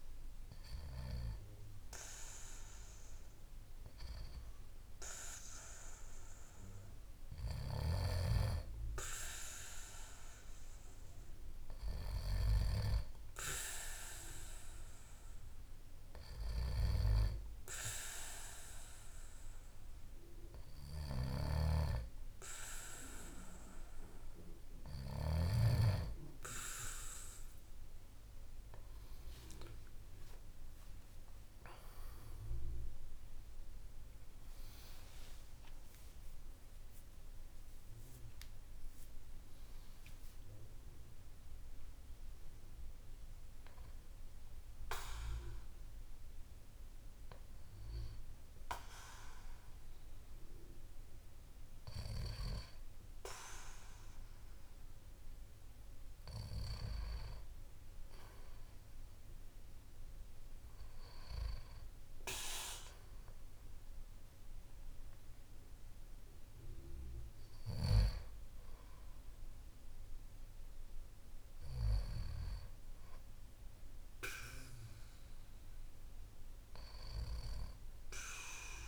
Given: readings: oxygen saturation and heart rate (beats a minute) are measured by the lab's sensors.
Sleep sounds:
a person partly awake in a sleep study, by a room microphone; none
40.50-70.50 s: new sleep stage, awake
70.50-78.88 s: new sleep stage, N2 (light sleep)
From the record:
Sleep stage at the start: N2 (light sleep); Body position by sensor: on the back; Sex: male

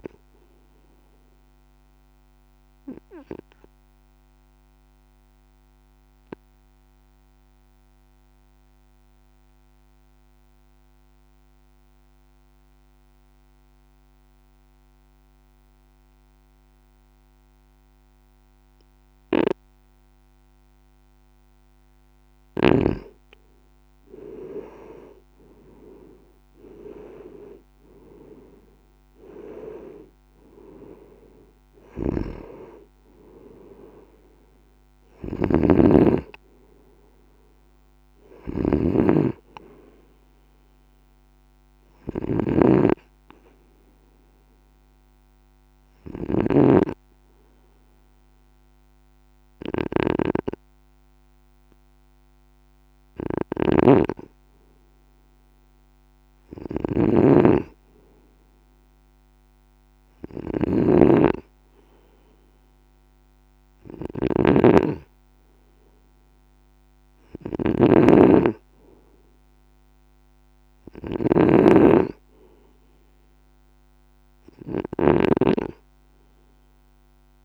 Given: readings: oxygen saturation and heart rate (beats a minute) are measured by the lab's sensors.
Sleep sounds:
breathing in sleep by a microphone on the trachea; 2
0.00-8.00 s: oxygen desaturation (device-marked, oxygen 91% lowest, heart rate 54 extreme)
2.00-21.50 s: obstructive apnea (oxygen 95% before, 92% lowest, heart rate 58 before, 54 extreme, up 7 after)
24.50-28.00 s: arousal
28.00-58.00 s: oxygen desaturation (device-marked, oxygen 97% before, 92% lowest, heart rate 57 before, 52 extreme)
35.00-77.45 s: snoring (device-marked)
43.50-57.00 s: hypopnea (oxygen 97% before, 92% lowest, heart rate 59 before, 52 extreme, up 3 after)
59.50-63.00 s: arousal
From the record:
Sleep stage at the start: N2 (light sleep); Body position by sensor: on the right side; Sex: male

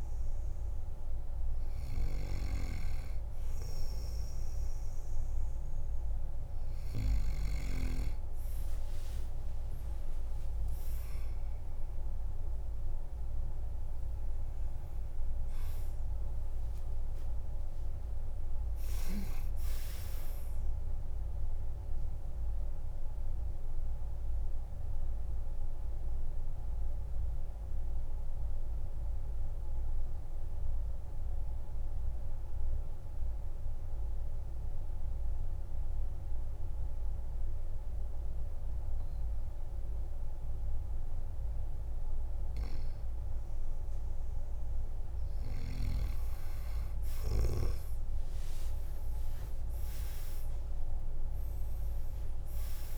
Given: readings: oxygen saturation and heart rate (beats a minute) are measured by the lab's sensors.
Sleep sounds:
breathing in sleep by a room microphone; 1
11.50-15.00 s: arousal
22.50-45.00 s: mixed apnea (oxygen 96% before, 90% lowest, heart rate 58 before, 45 extreme, up 17 after)
46.50-50.50 s: arousal
50.00-52.98 s: oxygen desaturation (device-marked, oxygen 98% before, 90% lowest, heart rate 51 before, 45 extreme)
From the record:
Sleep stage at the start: N2 (light sleep); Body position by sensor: on the back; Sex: male

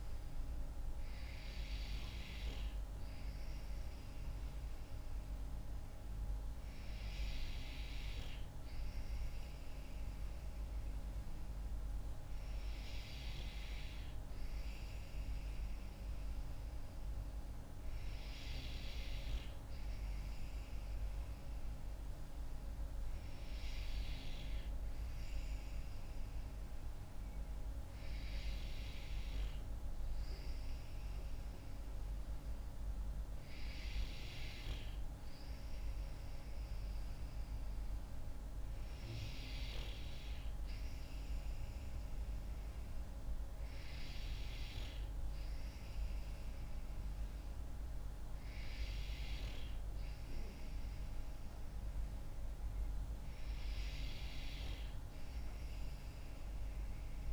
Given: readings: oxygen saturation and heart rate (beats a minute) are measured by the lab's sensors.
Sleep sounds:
breathing in sleep, hard to hear, by a room microphone; none
none scored
From the record:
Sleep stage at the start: N2 (light sleep); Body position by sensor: on the back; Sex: female

